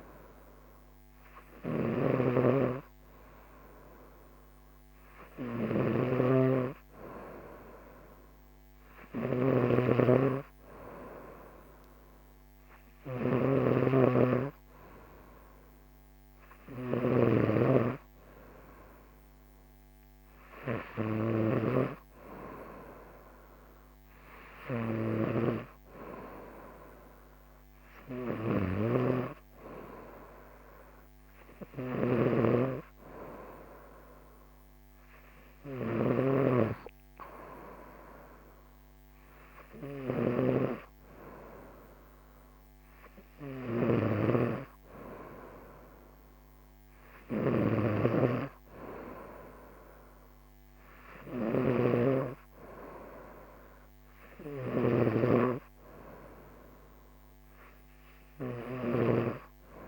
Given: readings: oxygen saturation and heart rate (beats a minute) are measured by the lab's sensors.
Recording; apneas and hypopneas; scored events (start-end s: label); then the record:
breathing in sleep by a microphone on the trachea; none
0.00-59.88 s: snoring (device-marked)
From the record:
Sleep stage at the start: N3 (deep sleep); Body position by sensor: on the right side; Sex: female